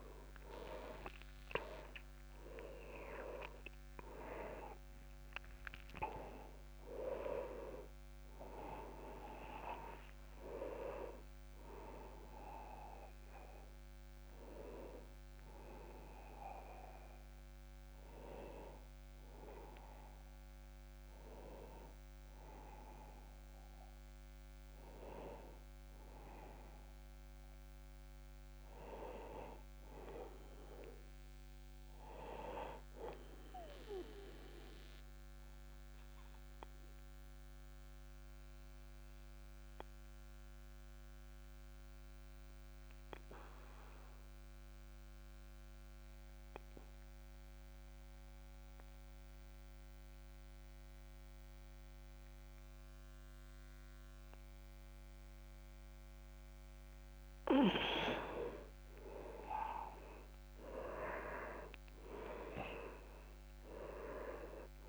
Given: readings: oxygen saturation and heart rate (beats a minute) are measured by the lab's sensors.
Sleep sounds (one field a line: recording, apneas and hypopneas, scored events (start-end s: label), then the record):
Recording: breathing in sleep by a microphone on the trachea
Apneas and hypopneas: 1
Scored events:
0.00-5.00 s: arousal
0.00-29.00 s: oxygen desaturation (device-marked, oxygen 87% lowest)
30.50-33.00 s: arousal
34.50-56.50 s: obstructive apnea (oxygen 99% before, 91% lowest)
58.00-64.89 s: oxygen desaturation (device-marked, oxygen 99% before, 91% lowest)
62.50-64.89 s: arousal
From the record:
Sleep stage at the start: N2 (light sleep)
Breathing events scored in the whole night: 277 in 4.3 hours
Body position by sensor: on the back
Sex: male